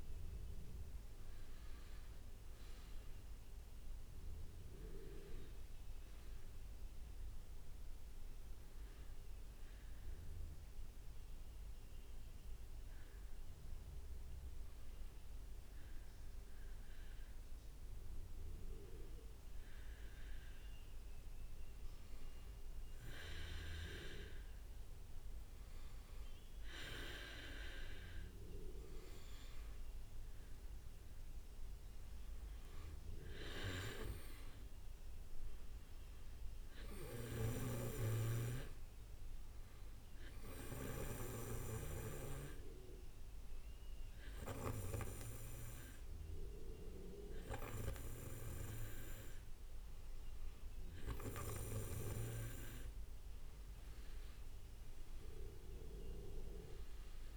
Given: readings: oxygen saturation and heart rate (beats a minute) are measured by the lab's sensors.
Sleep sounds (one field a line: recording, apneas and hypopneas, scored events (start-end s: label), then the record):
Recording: breathing in sleep by a room microphone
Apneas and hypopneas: 2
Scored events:
0.00-4.50 s: oxygen desaturation (device-marked, oxygen 95% lowest, heart rate 64 extreme)
12.00-26.00 s: hypopnea (oxygen 98% before, 95% lowest, heart rate 71 before, 64 extreme, up 5 after)
28.50-33.00 s: arousal
29.00-33.50 s: leg movement (device-marked)
40.00-52.50 s: hypopnea (oxygen 99% before, 95% lowest, heart rate 67 before, 65 extreme, up 12 after)
53.50-54.50 s: leg movement (device-marked)
55.50-57.37 s: arousal
From the record:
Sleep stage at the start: N2 (light sleep)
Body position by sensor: on the back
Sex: male